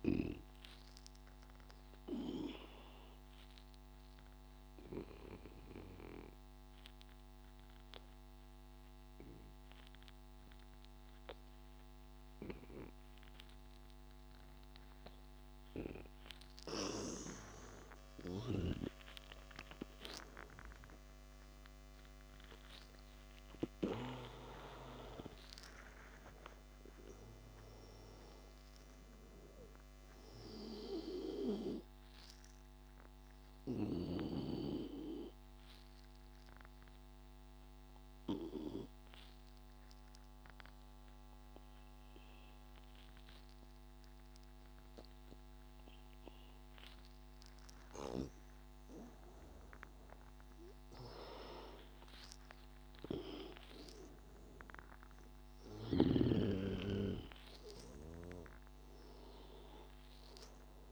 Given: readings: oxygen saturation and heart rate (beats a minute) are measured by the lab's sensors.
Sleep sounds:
breathing in sleep by a microphone on the trachea; 2
0.50-16.50 s: obstructive apnea (oxygen 97% before, 88% lowest, heart rate 93 before, 81 extreme, up 13 after)
3.50-9.50 s: oxygen desaturation (device-marked, oxygen 97% before, 90% lowest, heart rate 94 before, 81 extreme)
20.00-25.50 s: arousal
22.50-40.50 s: oxygen desaturation (device-marked, oxygen 98% before, 88% lowest, heart rate 87 before, 86 extreme)
32.50-48.00 s: obstructive apnea (oxygen 98% before, 87% lowest, heart rate 91 before, 86 extreme, up 8 after)
49.50-53.50 s: arousal
55.50-60.92 s: oxygen desaturation (device-marked, oxygen 98% before, 89% lowest, heart rate 88 before, 87 extreme)
From the record:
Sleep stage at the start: N2 (light sleep); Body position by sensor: on the back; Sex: male

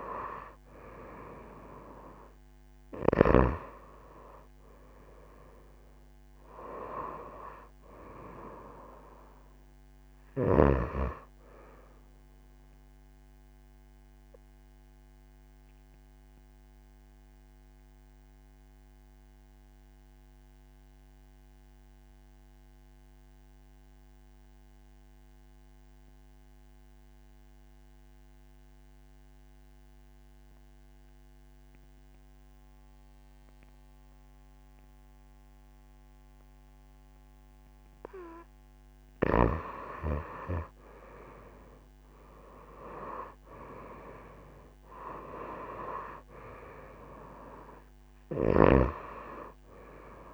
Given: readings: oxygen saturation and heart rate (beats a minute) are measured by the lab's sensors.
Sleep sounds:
breathing in sleep by a microphone on the trachea; 1
0.00-2.00 s: arousal
0.00-27.50 s: oxygen desaturation (device-marked, oxygen 90% lowest)
13.50-37.50 s: obstructive apnea (oxygen 97% before, 87% lowest)
39.50-43.50 s: arousal
39.50-50.34 s: oxygen desaturation (device-marked, oxygen 97% before, 87% lowest)
From the record:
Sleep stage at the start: N2 (light sleep); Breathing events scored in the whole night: 282 in 4.2 hours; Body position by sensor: on the back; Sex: female

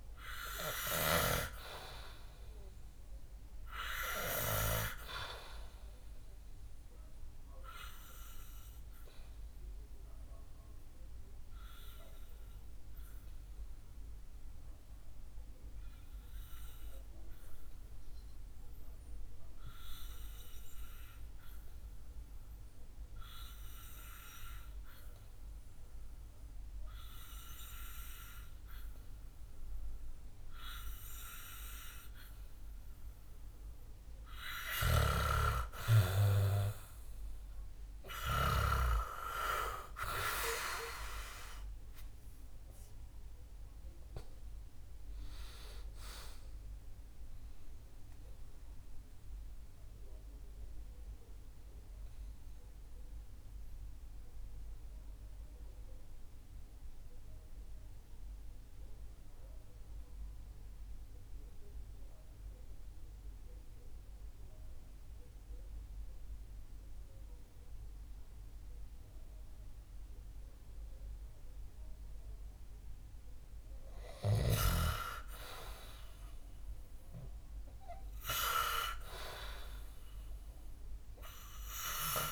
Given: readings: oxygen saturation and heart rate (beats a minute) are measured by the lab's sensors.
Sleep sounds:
breathing in sleep by a room microphone; 2
0.00-3.00 s: arousal
10.50-33.50 s: obstructive apnea (oxygen 96% before, 91% lowest, heart rate 63 before, 58 extreme, up 5 after)
34.00-38.00 s: snoring (device-marked)
35.50-39.50 s: arousal
35.50-49.50 s: oxygen desaturation (device-marked, oxygen 96% before, 91% lowest, heart rate 64 before, 58 extreme)
47.50-72.00 s: mixed apnea (oxygen 96% before, 91% lowest, heart rate 66 before, 58 extreme, up 4 after)
74.00-78.00 s: arousal
79.50-82.32 s: oxygen desaturation (device-marked, oxygen 98% before, 93% lowest, heart rate 65 before, 61 extreme)
From the record:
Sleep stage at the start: N2 (light sleep); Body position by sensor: on the back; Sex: male

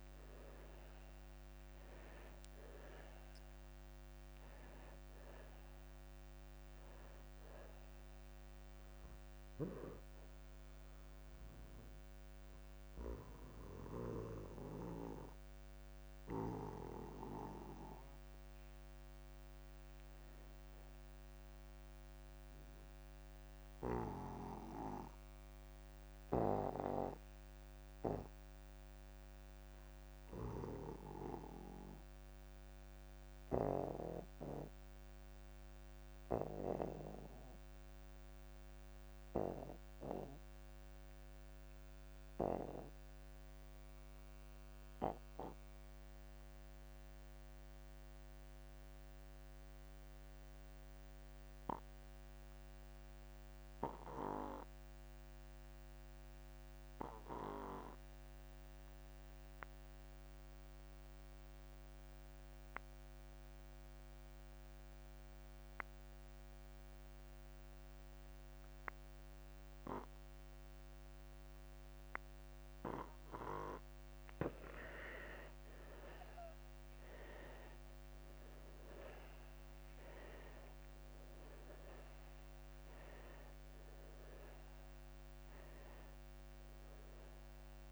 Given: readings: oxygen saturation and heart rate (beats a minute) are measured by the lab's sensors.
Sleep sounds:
breathing in sleep by a microphone on the trachea; 1
0.00-1.00 s: arousal
0.00-29.00 s: oxygen desaturation (device-marked, oxygen 84% lowest)
14.50-73.00 s: obstructive apnea (oxygen 98% before, 71% lowest)
43.00-87.92 s: oxygen desaturation (device-marked, oxygen 99% before, 71% lowest)
76.00-80.00 s: arousal
From the record:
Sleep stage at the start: N2 (light sleep); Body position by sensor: on the back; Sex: male

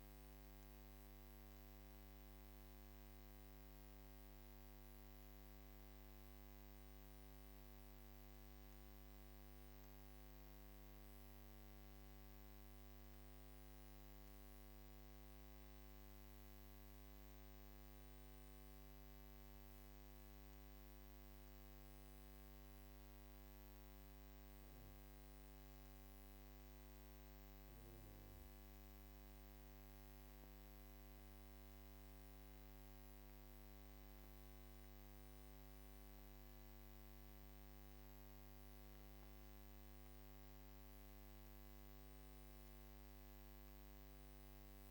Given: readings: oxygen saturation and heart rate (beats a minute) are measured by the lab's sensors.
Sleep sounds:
breathing in sleep, hard to hear, by a microphone on the trachea; 1
11.50-27.50 s: hypopnea (oxygen 96% before, 94% lowest)
30.00-33.00 s: arousal
From the record:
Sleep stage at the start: N1 (lightest sleep); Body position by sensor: on the back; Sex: female

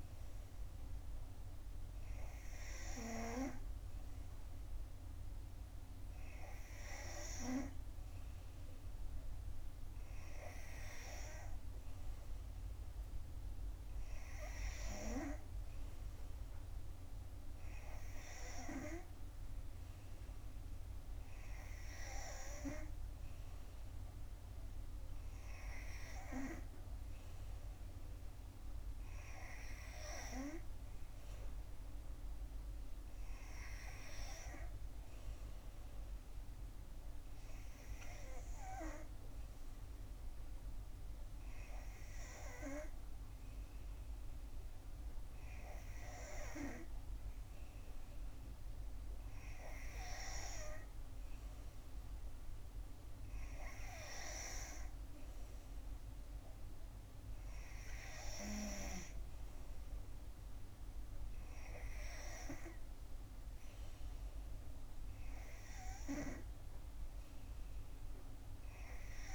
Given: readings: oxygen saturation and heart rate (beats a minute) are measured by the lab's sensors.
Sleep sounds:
breathing in sleep by a room microphone; none
none scored
From the record:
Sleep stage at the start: N3 (deep sleep); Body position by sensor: on the back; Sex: female

